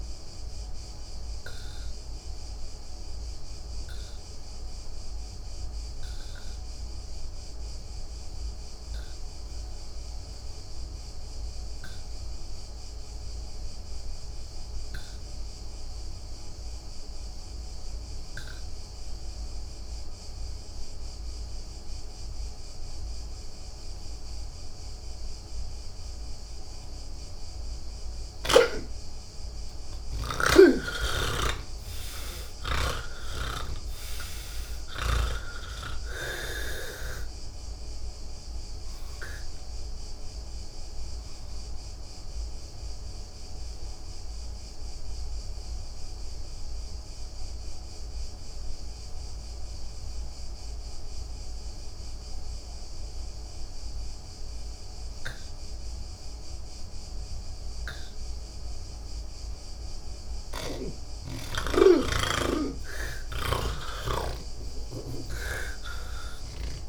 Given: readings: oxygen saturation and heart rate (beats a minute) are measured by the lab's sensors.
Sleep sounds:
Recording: breathing in sleep by a room microphone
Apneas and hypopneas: 2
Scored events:
0.00-13.00 s: oxygen desaturation (device-marked, oxygen 79% lowest, heart rate 64 extreme)
0.50-27.00 s: obstructive apnea (oxygen 98% before, 77% lowest, heart rate 94 before, 99 extreme)
13.00-66.89 s: new sleep stage, N3 (deep sleep)
15.00-54.00 s: oxygen desaturation (device-marked, oxygen 99% before, 77% lowest, heart rate 108 before, 81 extreme)
38.00-60.00 s: obstructive apnea (oxygen 99% before, 77% lowest, heart rate 158 before, 81 extreme, up 58 after)
59.00-66.89 s: oxygen desaturation (device-marked, oxygen 98% before, 82% lowest, heart rate 146 before, 35 extreme)
60.50-66.89 s: snoring (device-marked)
From the record:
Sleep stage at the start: N2 (light sleep)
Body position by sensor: on the back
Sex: male

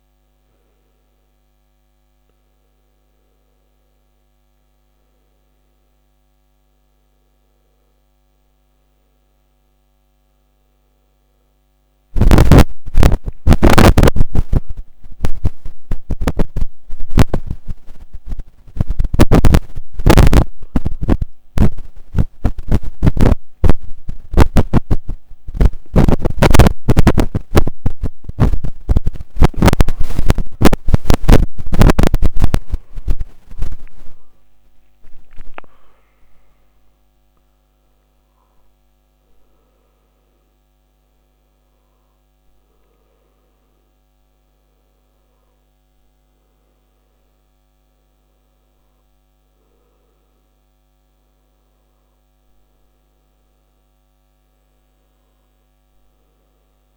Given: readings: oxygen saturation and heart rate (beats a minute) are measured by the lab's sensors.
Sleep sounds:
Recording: breathing in sleep by a microphone on the trachea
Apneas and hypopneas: none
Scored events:
21.50-26.50 s: arousal
From the record:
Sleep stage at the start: N1 (lightest sleep)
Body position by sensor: on the back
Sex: male

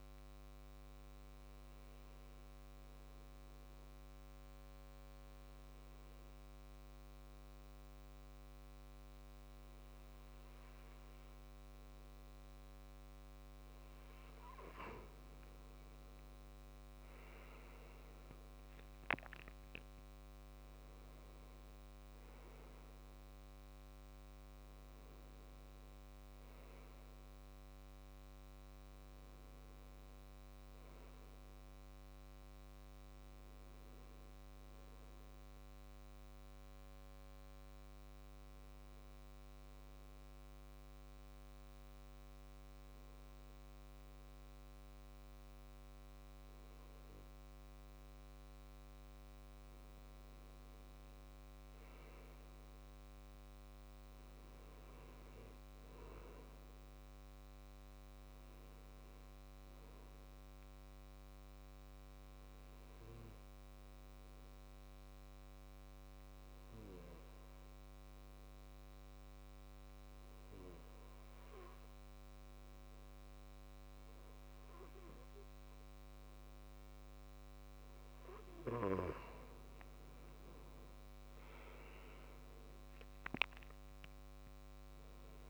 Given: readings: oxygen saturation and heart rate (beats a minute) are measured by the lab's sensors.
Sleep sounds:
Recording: breathing in sleep, hard to hear, by a microphone on the trachea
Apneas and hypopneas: 3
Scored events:
3.50-14.50 s: obstructive apnea (oxygen 97% before, 94% lowest, heart rate 67 before, 67 extreme, up 9 after)
16.50-20.50 s: arousal
35.00-48.50 s: obstructive apnea (oxygen 97% before, 94% lowest, heart rate 72 before, 64 extreme, up 6 after)
51.00-54.50 s: arousal
63.00-77.00 s: obstructive apnea (oxygen 98% before, 94% lowest, heart rate 69 before, 62 extreme, up 10 after)
79.50-85.50 s: oxygen desaturation (device-marked, oxygen 97% before, 94% lowest, heart rate 66 before, 62 extreme)
80.00-84.00 s: arousal
From the record:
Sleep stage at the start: N2 (light sleep)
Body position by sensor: on the back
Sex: male

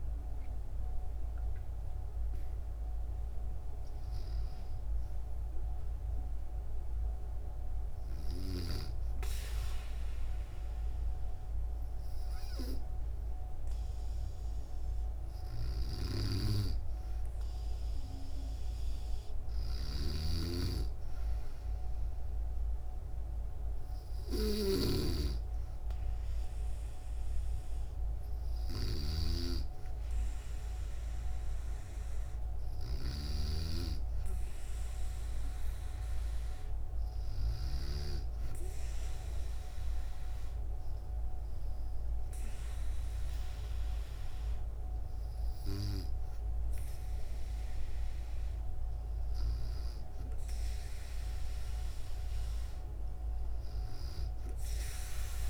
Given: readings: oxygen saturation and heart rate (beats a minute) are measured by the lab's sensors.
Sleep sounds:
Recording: breathing in sleep by a room microphone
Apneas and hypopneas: 1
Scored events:
6.50-17.00 s: hypopnea (oxygen 96% before, 94% lowest, heart rate 75 before, 65 extreme, up 4 after)
15.00-32.50 s: snoring (device-marked)
20.50-24.00 s: arousal
From the record:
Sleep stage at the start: N2 (light sleep)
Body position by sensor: on the back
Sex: female

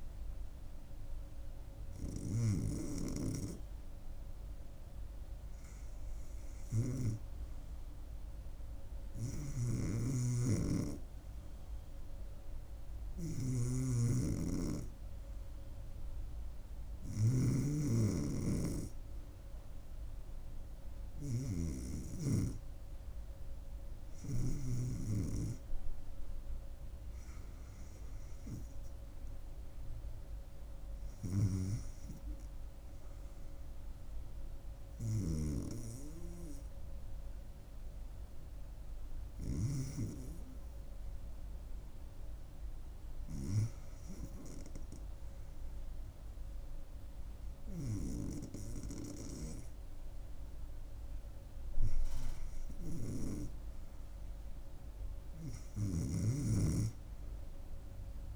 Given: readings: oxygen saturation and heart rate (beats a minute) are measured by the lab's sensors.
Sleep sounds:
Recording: breathing in sleep by a room microphone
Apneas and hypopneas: none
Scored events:
10.00-17.50 s: snoring (device-marked)
From the record:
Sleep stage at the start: REM sleep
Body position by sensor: on the back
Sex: female

